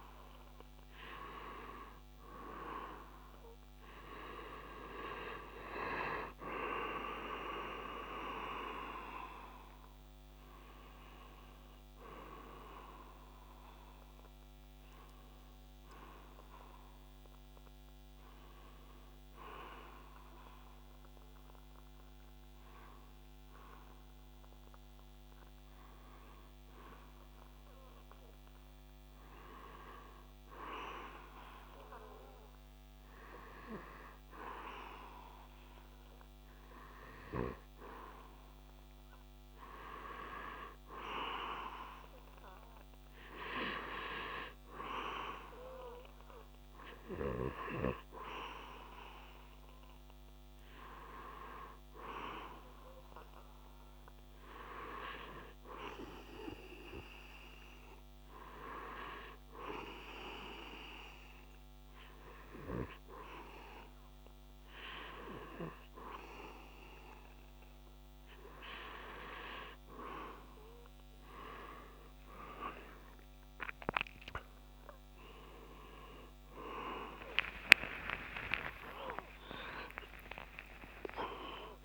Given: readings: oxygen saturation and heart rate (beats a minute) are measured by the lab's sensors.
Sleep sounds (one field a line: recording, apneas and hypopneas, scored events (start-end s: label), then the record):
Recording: breathing in sleep by a microphone on the trachea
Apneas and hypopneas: 2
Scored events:
14.00-24.50 s: hypopnea (oxygen 97% before, 94% lowest)
18.00-36.00 s: oxygen desaturation (device-marked, oxygen 98% before, 94% lowest)
26.50-30.00 s: arousal
56.50-68.50 s: hypopnea (oxygen 99% before, 95% lowest)
77.00-81.85 s: arousal
From the record:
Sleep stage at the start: N2 (light sleep)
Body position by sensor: on the back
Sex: male